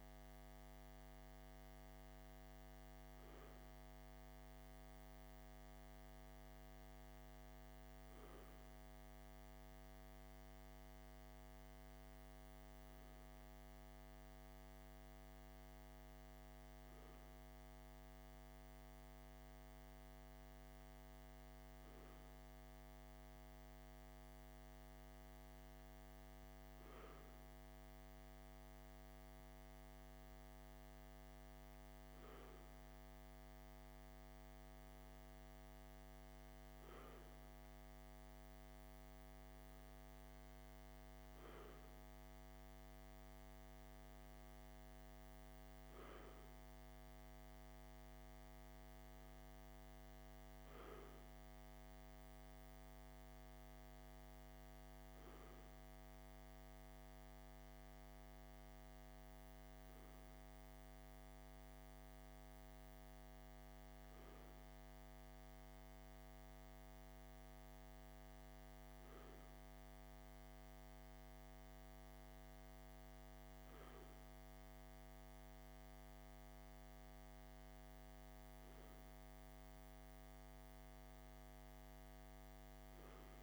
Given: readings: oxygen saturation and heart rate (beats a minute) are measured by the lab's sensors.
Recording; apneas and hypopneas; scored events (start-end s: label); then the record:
breathing in sleep, hard to hear, by a microphone on the trachea; none
77.00-83.43 s: new sleep stage, REM sleep
From the record:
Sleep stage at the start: N2 (light sleep); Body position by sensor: on the left side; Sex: male